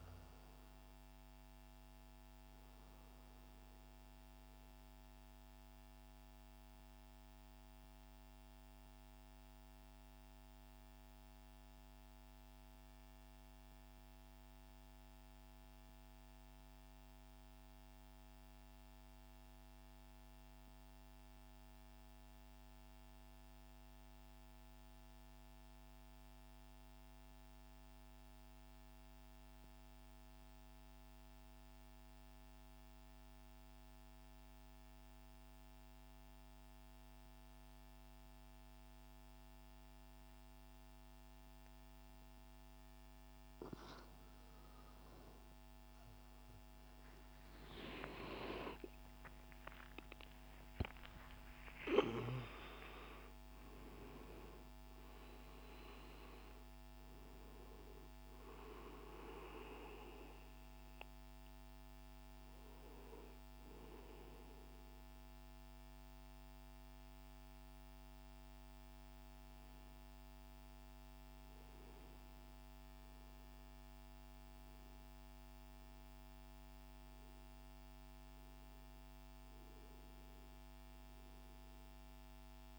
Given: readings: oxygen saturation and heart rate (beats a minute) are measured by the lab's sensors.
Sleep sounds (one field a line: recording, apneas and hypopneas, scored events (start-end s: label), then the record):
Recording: breathing in sleep by a microphone on the trachea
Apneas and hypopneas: 2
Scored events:
0.00-14.00 s: oxygen desaturation (device-marked, oxygen 92% lowest, heart rate 57 extreme)
4.00-43.00 s: central apnea (oxygen 99% before, 90% lowest, heart rate 67 before, 57 extreme, up 9 after)
37.00-73.00 s: oxygen desaturation (device-marked, oxygen 98% before, 90% lowest, heart rate 61 before, 57 extreme)
47.50-53.50 s: arousal
60.00-77.50 s: hypopnea (oxygen 97% before, 90% lowest, heart rate 80 before, 57 extreme, up 12 after)
From the record:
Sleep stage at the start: N2 (light sleep)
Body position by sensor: on the right side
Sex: male